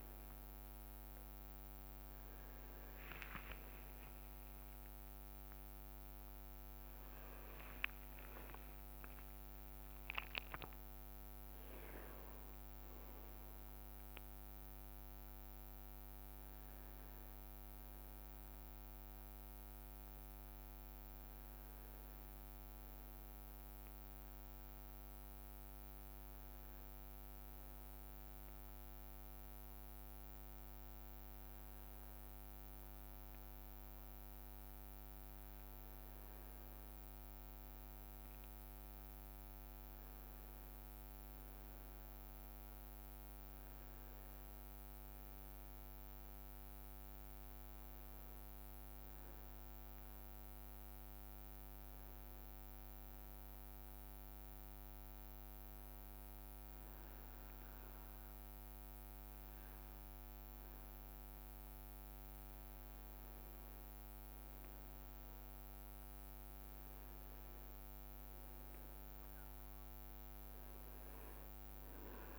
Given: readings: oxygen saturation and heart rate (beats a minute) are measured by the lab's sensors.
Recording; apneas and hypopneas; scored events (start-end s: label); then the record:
a person partly awake in a sleep study, hard to hear, by a microphone on the trachea; 1
3.00-7.00 s: leg movement (device-marked)
8.00-11.00 s: leg movement (device-marked)
24.00-72.38 s: new sleep stage, N1 (lightest sleep)
50.00-60.50 s: hypopnea (oxygen 99% before, 95% lowest, heart rate 64 before, 63 extreme, up 4 after)
65.00-70.00 s: arousal
From the record:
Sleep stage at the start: awake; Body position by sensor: on the back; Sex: male